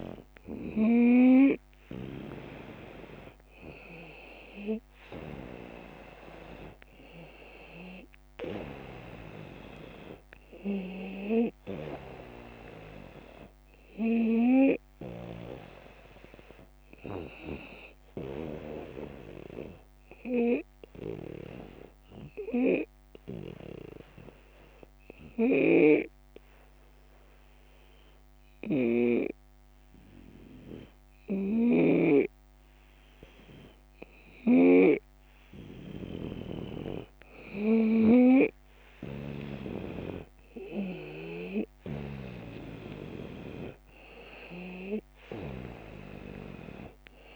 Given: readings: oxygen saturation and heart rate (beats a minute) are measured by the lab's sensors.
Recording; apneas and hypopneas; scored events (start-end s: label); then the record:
breathing in sleep by a microphone on the trachea; 1
4.00-8.00 s: arousal
5.00-15.00 s: oxygen desaturation (device-marked, oxygen 96% before, 91% lowest)
18.50-33.50 s: obstructive apnea (oxygen 96% before, 89% lowest)
25.50-38.00 s: snoring (device-marked)
36.50-39.50 s: arousal
40.00-47.36 s: oxygen desaturation (device-marked, oxygen 95% before, 90% lowest)
From the record:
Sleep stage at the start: N2 (light sleep); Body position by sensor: on the right side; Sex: male